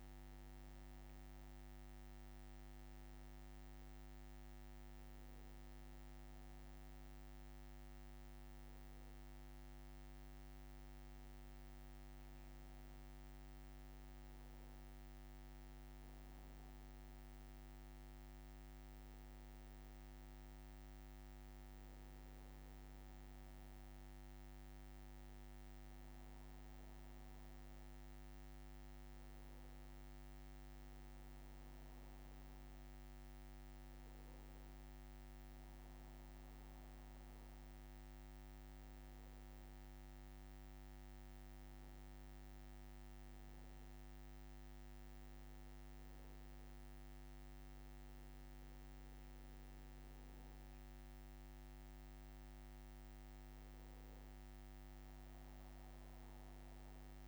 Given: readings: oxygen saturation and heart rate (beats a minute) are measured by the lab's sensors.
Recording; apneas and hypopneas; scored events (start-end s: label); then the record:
a person awake in a sleep study, hard to hear, by a microphone on the trachea; none
none scored
From the record:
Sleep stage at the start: awake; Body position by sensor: on the back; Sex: male